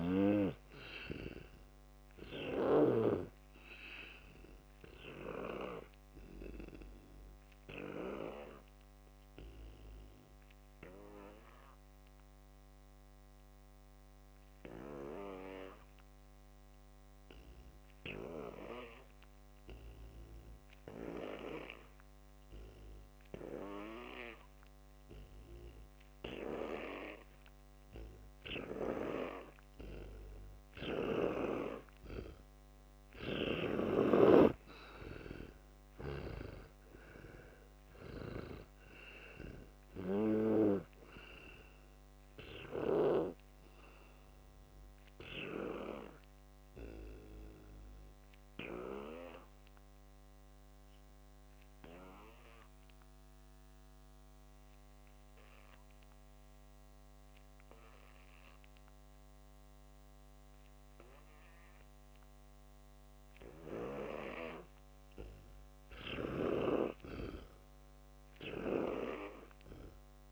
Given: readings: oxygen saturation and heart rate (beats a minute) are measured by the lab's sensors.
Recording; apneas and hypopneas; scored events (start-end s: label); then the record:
breathing in sleep by a microphone on the trachea; 2
0.00-11.00 s: oxygen desaturation (device-marked, oxygen 86% lowest, heart rate 58 extreme)
6.50-33.00 s: obstructive apnea (oxygen 94% before, 86% lowest, heart rate 71 before, 57 extreme, up 21 after)
33.00-66.00 s: oxygen desaturation (device-marked, oxygen 98% before, 88% lowest, heart rate 64 before, 57 extreme)
35.50-39.00 s: arousal
36.00-41.00 s: snoring (device-marked)
44.00-65.50 s: obstructive apnea (oxygen 98% before, 83% lowest, heart rate 65 before, 58 extreme, up 19 after)
66.50-70.32 s: snoring (device-marked)
67.00-70.32 s: arousal
From the record:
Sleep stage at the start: N2 (light sleep); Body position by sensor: on the back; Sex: male